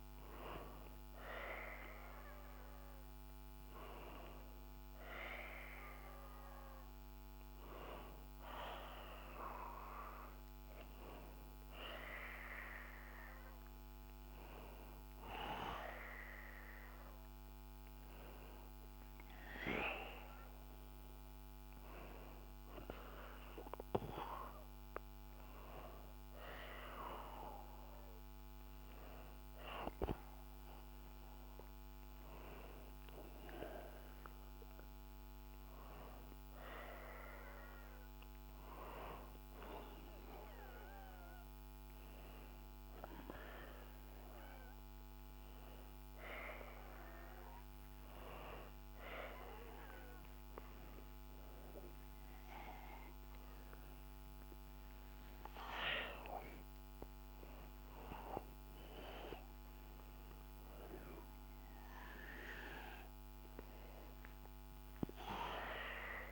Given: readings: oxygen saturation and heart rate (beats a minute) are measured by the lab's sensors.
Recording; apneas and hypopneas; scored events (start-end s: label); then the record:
a person awake in a sleep study, by a microphone on the trachea; none
10.00-66.32 s: new sleep stage, awake
From the record:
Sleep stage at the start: N1 (lightest sleep); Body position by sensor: on the back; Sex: male